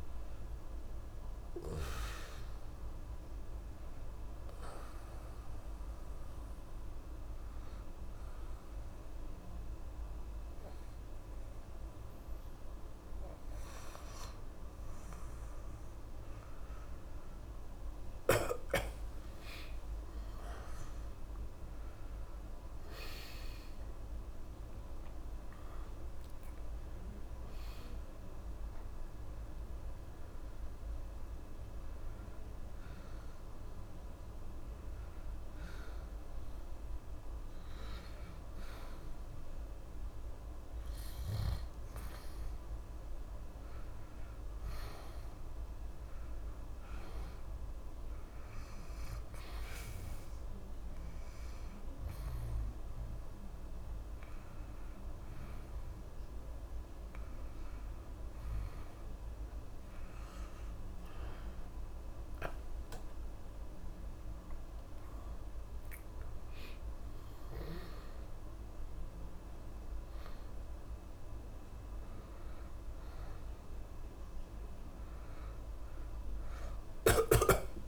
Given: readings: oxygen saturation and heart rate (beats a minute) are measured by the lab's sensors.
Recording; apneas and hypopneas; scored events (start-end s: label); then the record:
a person partly awake in a sleep study, hard to hear, by a room microphone; 2
1.00-61.00 s: new sleep stage, N1 (lightest sleep)
2.50-15.00 s: obstructive apnea (oxygen 93% before, 92% lowest)
16.50-21.00 s: arousal
27.00-45.00 s: oxygen desaturation (device-marked, oxygen 97% before, 92% lowest, heart rate 57 before, 62 extreme)
41.50-58.50 s: hypopnea (oxygen 97% before, 92% lowest, heart rate 66 before, 62 extreme, up 3 after)
61.00-77.88 s: new sleep stage, awake
From the record:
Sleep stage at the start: awake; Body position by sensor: on the back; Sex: male